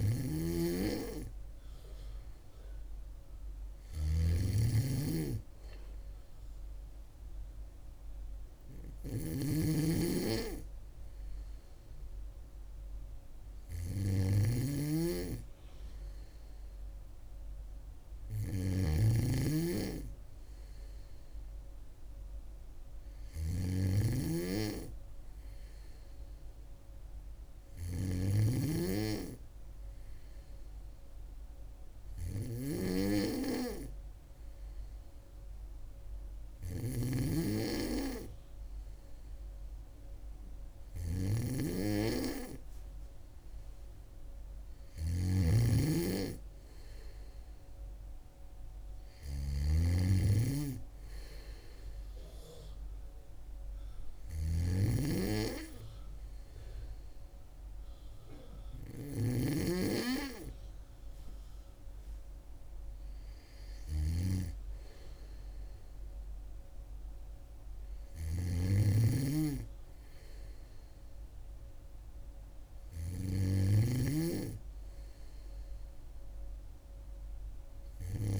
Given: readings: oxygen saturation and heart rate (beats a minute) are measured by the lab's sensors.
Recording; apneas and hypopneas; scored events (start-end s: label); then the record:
breathing in sleep by a room microphone; none
0.00-78.40 s: snoring (device-marked)
From the record:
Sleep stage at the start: N2 (light sleep); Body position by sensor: on the back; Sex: female